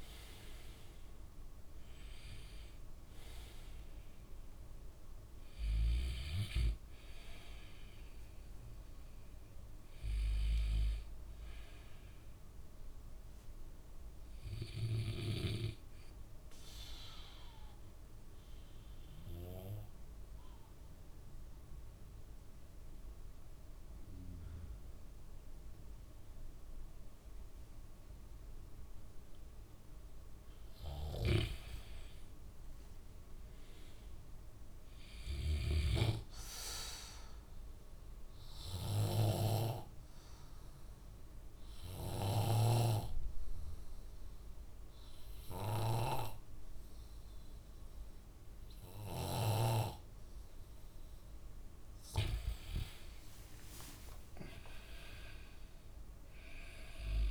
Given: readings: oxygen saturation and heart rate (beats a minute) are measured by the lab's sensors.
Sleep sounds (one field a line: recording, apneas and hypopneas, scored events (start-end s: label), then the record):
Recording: breathing in sleep by a room microphone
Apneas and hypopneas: 2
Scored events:
0.00-9.50 s: oxygen desaturation (device-marked, oxygen 83% lowest, heart rate 62 extreme)
15.00-29.00 s: obstructive apnea (oxygen 95% before, 85% lowest, heart rate 69 before, 63 extreme, up 9 after)
31.00-34.50 s: arousal
38.50-51.50 s: obstructive apnea (oxygen 99% before, 94% lowest, heart rate 66 before, 61 extreme, up 26 after)
38.50-52.50 s: oxygen desaturation (device-marked, oxygen 99% before, 94% lowest, heart rate 66 before, 61 extreme)
54.50-57.31 s: arousal
From the record:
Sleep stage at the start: N2 (light sleep)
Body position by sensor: on the back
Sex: male